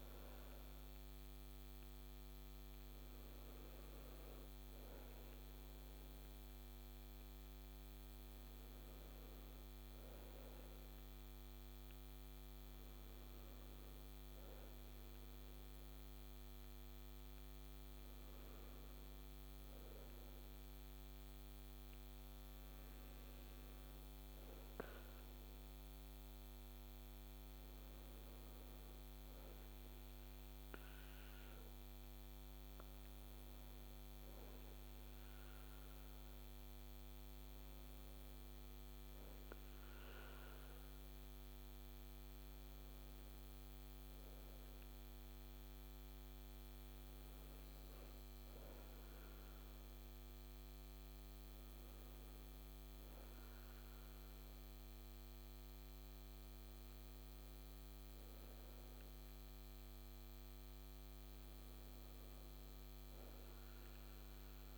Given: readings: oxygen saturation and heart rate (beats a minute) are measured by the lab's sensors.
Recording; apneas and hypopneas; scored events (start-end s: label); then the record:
breathing in sleep, hard to hear, by a microphone on the trachea; none
none scored
From the record:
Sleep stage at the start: N2 (light sleep); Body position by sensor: on the right side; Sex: female